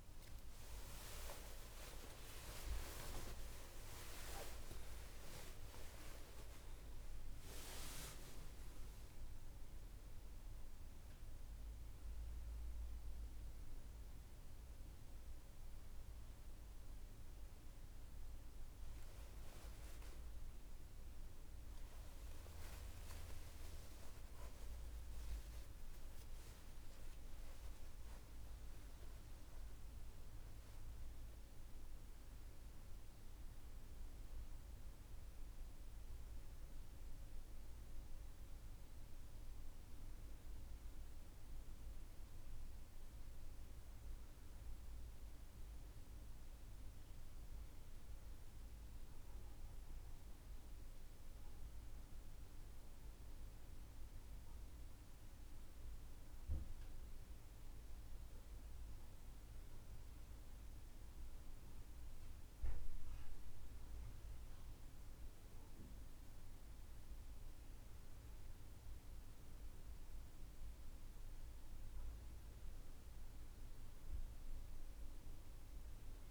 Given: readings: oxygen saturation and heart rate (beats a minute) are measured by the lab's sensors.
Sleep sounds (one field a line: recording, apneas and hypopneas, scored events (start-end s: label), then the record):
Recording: a person partly awake in a sleep study, by a room microphone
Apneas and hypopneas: none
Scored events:
30.50-76.31 s: new sleep stage, N1 (lightest sleep)
From the record:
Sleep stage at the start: awake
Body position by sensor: on the back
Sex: female